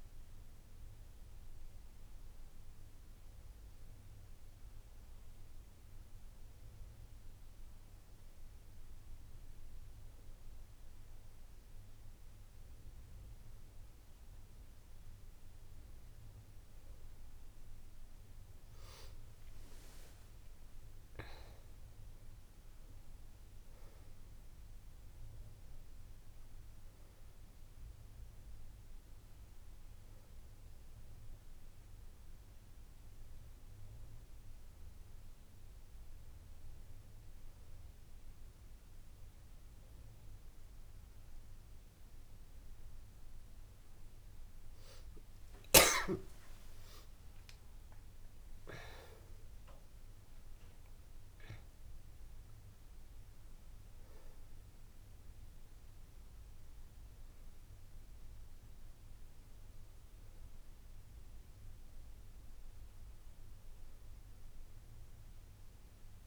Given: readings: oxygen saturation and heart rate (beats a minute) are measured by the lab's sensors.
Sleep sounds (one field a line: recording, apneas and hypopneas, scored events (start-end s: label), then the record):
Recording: breathing in sleep, hard to hear, by a room microphone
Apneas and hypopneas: none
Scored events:
45.50-50.00 s: arousal
From the record:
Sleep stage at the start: N1 (lightest sleep)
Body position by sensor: on the back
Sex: female